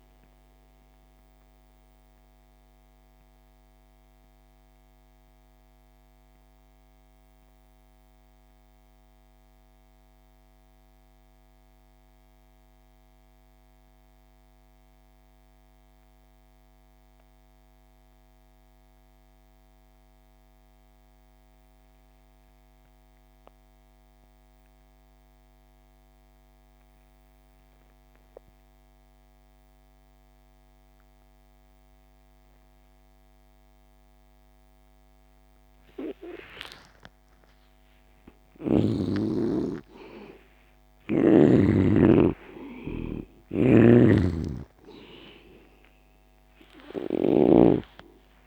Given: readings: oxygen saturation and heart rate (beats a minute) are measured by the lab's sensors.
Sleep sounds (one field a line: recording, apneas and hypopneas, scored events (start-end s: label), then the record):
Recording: breathing in sleep by a microphone on the trachea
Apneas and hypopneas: 1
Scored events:
0.00-16.00 s: oxygen desaturation (device-marked, oxygen 77% lowest)
1.50-37.00 s: mixed apnea (oxygen 98% before, 74% lowest)
28.00-48.47 s: oxygen desaturation (device-marked, oxygen 98% before, 74% lowest)
38.50-43.50 s: arousal
43.00-47.00 s: snoring (device-marked)
From the record:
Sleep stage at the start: N2 (light sleep)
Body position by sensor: on the back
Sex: male